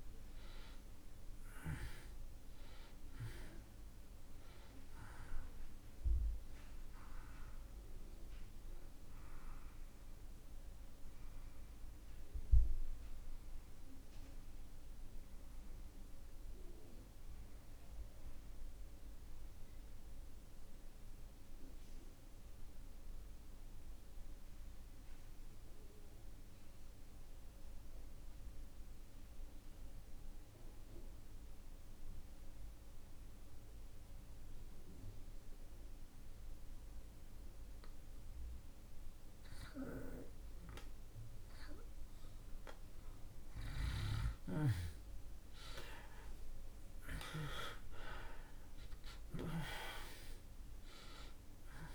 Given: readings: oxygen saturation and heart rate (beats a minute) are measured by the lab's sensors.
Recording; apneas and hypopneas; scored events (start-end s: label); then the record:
breathing in sleep by a room microphone; 1
0.00-20.50 s: oxygen desaturation (device-marked, oxygen 64% lowest)
11.50-43.00 s: obstructive apnea (oxygen 71% before, 65% lowest)
35.50-51.94 s: oxygen desaturation (device-marked, oxygen 98% before, 68% lowest)
44.50-48.50 s: arousal
From the record:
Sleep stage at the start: N2 (light sleep); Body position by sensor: on the back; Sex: male